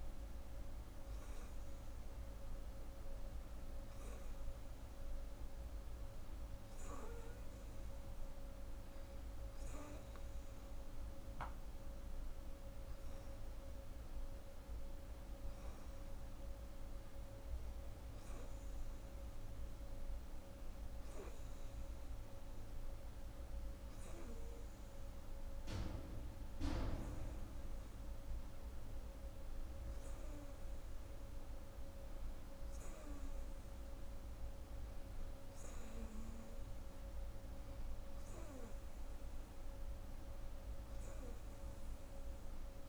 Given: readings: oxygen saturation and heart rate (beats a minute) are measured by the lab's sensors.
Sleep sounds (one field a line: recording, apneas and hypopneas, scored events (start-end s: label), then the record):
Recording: breathing in sleep, hard to hear, by a room microphone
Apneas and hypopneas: none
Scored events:
none scored
From the record:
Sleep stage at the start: N2 (light sleep)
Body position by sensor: on the right side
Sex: female